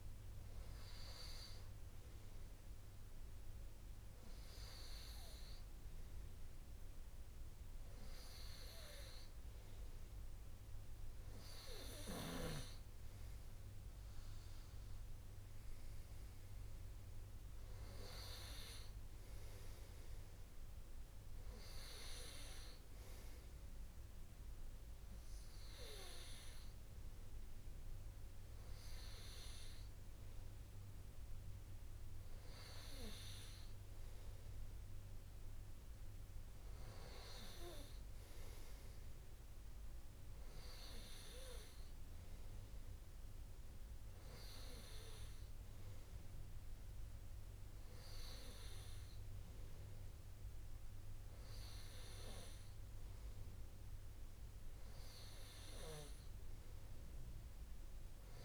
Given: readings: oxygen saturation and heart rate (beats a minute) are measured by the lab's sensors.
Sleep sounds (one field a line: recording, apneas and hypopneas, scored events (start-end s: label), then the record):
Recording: breathing in sleep by a room microphone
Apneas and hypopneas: none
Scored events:
none scored
From the record:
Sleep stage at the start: N2 (light sleep)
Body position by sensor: on the right side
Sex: male